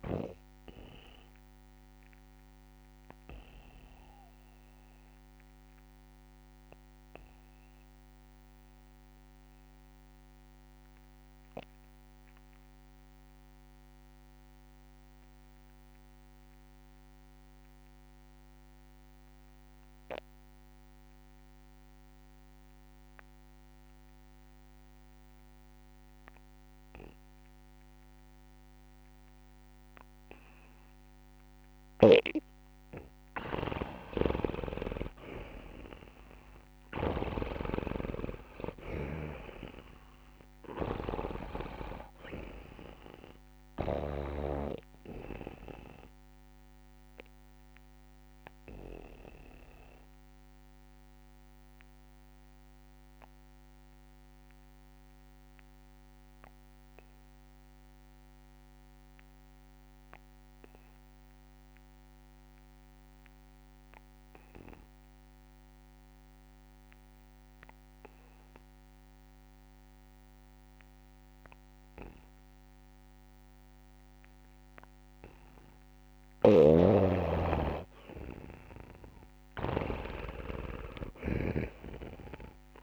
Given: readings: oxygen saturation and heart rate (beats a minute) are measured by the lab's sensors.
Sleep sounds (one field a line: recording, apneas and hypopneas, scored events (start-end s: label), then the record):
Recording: breathing in sleep by a microphone on the trachea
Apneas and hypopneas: 2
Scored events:
0.00-17.00 s: oxygen desaturation (device-marked, oxygen 81% lowest, heart rate 25 extreme)
2.00-32.50 s: mixed apnea (oxygen 97% before, 81% lowest, heart rate 56 before, 46 extreme, up 2 after)
27.00-60.00 s: oxygen desaturation (device-marked, oxygen 99% before, 81% lowest, heart rate 68 before, 46 extreme)
34.50-36.50 s: long interval between heartbeats (device-marked, heart rate 68 before, 70 extreme)
35.00-39.50 s: arousal
39.00-44.00 s: snoring (device-marked)
45.50-76.50 s: obstructive apnea (oxygen 99% before, 80% lowest, heart rate 62 before, 38 extreme, up 4 after)
76.00-82.83 s: oxygen desaturation (device-marked, oxygen 96% before, 80% lowest, heart rate 68 before, 38 extreme)
76.00-82.83 s: snoring (device-marked)
79.50-82.83 s: arousal
80.00-82.00 s: long interval between heartbeats (device-marked, heart rate 68 before, 61 extreme)
From the record:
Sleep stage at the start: N2 (light sleep)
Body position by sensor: on the back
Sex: male